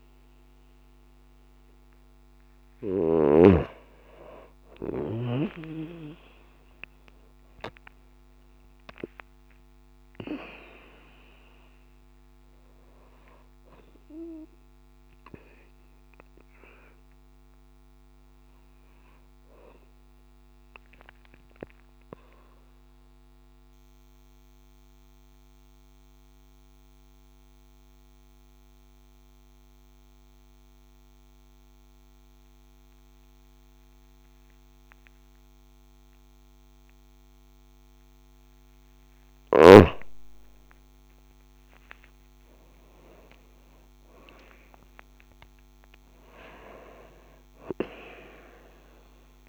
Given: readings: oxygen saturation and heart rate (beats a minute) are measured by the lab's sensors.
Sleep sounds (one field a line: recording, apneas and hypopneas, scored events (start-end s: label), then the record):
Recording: breathing in sleep by a microphone on the trachea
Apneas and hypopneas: 1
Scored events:
0.00-3.00 s: snoring (device-marked)
0.00-3.50 s: arousal
2.00-4.00 s: long interval between heartbeats (device-marked)
8.00-10.00 s: long interval between heartbeats (device-marked)
19.50-39.00 s: mixed apnea (oxygen 95% before, 91% lowest)
23.00-25.00 s: long interval between heartbeats (device-marked)
40.00-44.50 s: arousal
43.00-49.49 s: oxygen desaturation (device-marked, oxygen 96% before, 91% lowest)
45.50-47.50 s: long interval between heartbeats (device-marked)
From the record:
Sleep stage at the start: N2 (light sleep)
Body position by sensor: on the back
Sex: female